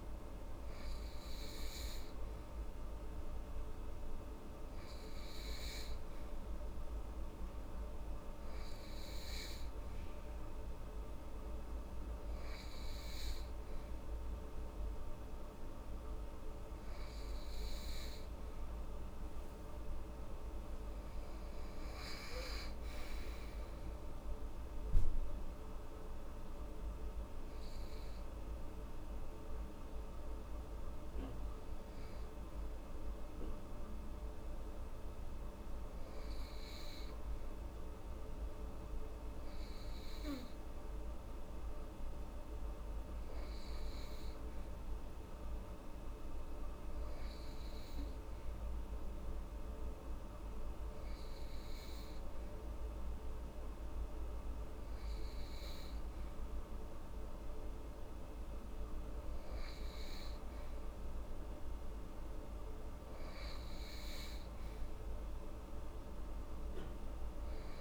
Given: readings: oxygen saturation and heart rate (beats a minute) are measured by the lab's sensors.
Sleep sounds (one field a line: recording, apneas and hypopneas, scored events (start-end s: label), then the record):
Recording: breathing in sleep, hard to hear, by a room microphone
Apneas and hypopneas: none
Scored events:
21.00-24.50 s: arousal
From the record:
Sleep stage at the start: N2 (light sleep)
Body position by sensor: upright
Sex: female